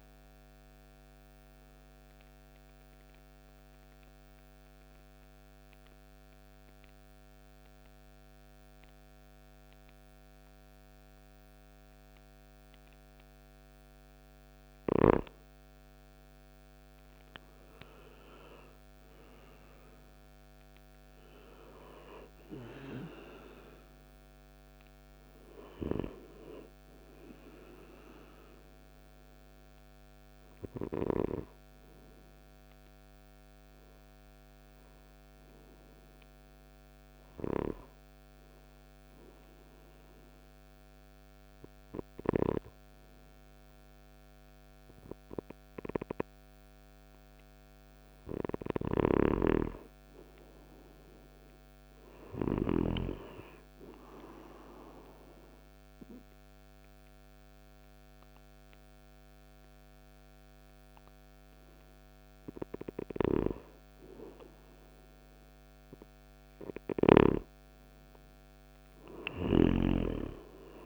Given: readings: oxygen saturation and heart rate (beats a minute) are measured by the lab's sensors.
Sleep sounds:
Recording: breathing in sleep by a microphone on the trachea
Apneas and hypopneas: 3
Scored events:
0.00-16.00 s: oxygen desaturation (device-marked, oxygen 76% lowest, heart rate 55 extreme)
2.00-13.50 s: mixed apnea (oxygen 86% before, 76% lowest, heart rate 77 before, 55 extreme, up 10 after)
16.00-20.00 s: arousal
23.00-39.00 s: oxygen desaturation (device-marked, oxygen 100% before, 93% lowest, heart rate 65 before, 55 extreme)
35.00-48.00 s: hypopnea (oxygen 100% before, 93% lowest, heart rate 63 before, 57 extreme, up 7 after)
48.00-52.00 s: snoring (device-marked)
49.50-52.00 s: arousal
53.00-63.00 s: obstructive apnea (oxygen 98% before, 92% lowest, heart rate 59 before, 56 extreme, up 5 after)
58.00-70.86 s: oxygen desaturation (device-marked, oxygen 97% before, 93% lowest, heart rate 61 before, 53 extreme)
68.50-70.86 s: arousal
From the record:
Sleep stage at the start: N2 (light sleep)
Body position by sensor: on the right side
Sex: male

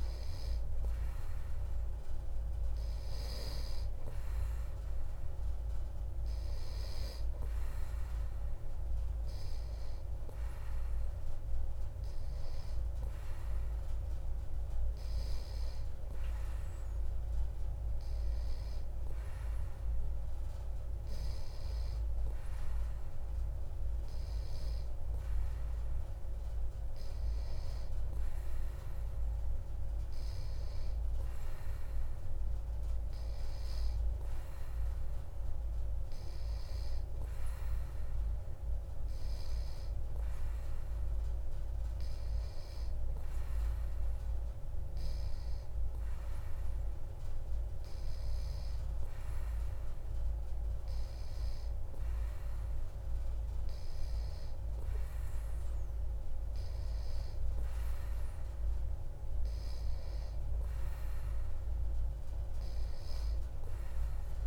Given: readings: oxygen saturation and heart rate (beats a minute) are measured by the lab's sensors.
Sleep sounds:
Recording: breathing in sleep, hard to hear, by a room microphone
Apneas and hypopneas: none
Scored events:
none scored
From the record:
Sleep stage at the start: N3 (deep sleep)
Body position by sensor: on the back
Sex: male

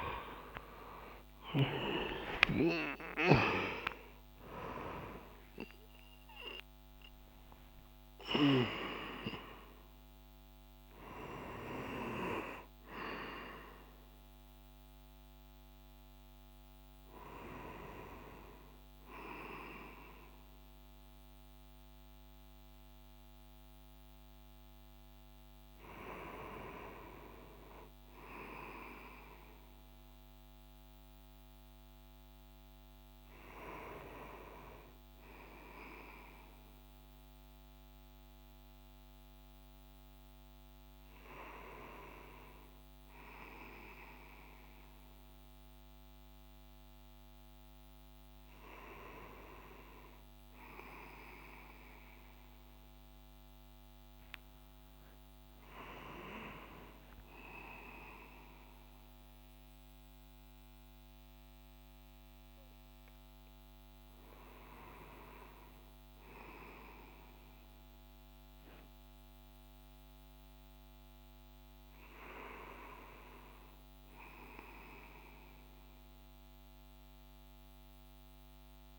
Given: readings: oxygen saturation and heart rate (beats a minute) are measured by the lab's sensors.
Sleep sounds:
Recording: a person partly awake in a sleep study, by a microphone on the trachea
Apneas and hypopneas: none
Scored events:
0.00-1.00 s: snoring (device-marked)
0.00-7.50 s: arousal
0.00-16.00 s: oxygen desaturation (device-marked, oxygen 87% lowest)
14.00-44.00 s: new sleep stage, N1 (lightest sleep)
44.00-78.99 s: new sleep stage, awake
From the record:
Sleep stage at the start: REM sleep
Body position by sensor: on the back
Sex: male

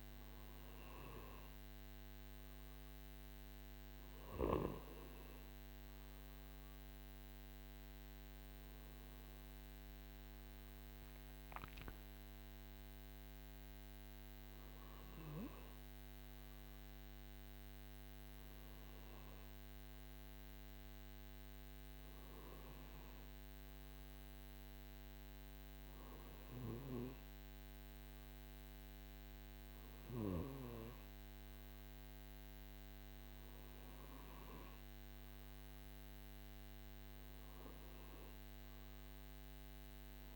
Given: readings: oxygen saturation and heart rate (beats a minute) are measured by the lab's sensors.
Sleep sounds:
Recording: breathing in sleep by a microphone on the trachea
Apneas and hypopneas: none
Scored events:
none scored
From the record:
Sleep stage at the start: N2 (light sleep)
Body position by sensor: on the right side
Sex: male

